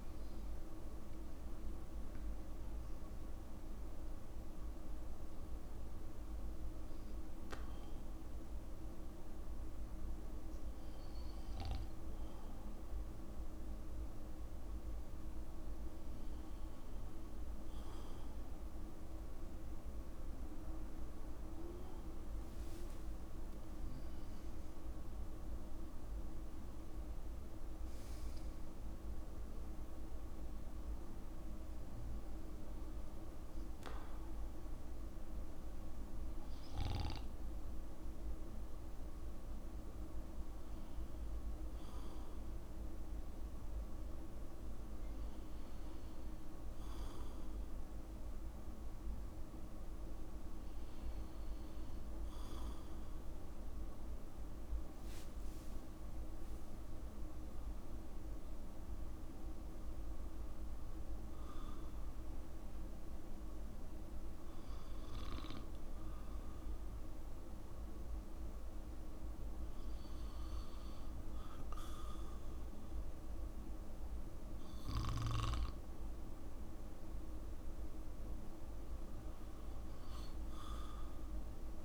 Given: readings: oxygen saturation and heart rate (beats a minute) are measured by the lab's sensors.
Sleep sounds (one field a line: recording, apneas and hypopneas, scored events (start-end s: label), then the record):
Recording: breathing in sleep, hard to hear, by a room microphone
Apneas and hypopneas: none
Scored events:
0.00-3.00 s: arousal
From the record:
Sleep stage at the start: N2 (light sleep)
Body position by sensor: on the back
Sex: male